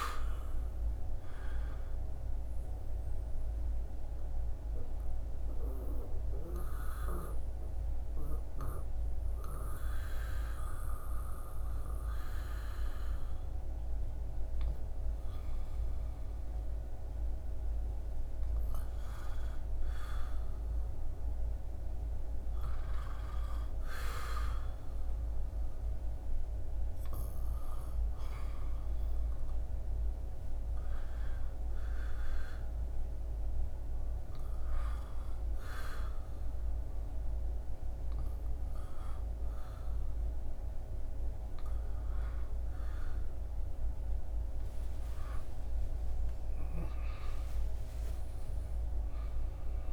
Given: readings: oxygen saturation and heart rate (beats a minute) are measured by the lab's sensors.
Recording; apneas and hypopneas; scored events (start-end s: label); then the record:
breathing in sleep by a room microphone; 2
0.00-19.50 s: oxygen desaturation (device-marked, oxygen 67% lowest, heart rate 63 extreme)
3.00-17.50 s: obstructive apnea (oxygen 88% before, 67% lowest, heart rate 74 before, 77 extreme, up 11 after)
20.00-24.00 s: arousal
31.50-43.50 s: hypopnea (oxygen 100% before, 96% lowest, heart rate 86 before, 81 extreme, up 4 after)
45.00-49.50 s: arousal
From the record:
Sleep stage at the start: N2 (light sleep); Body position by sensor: on the back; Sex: male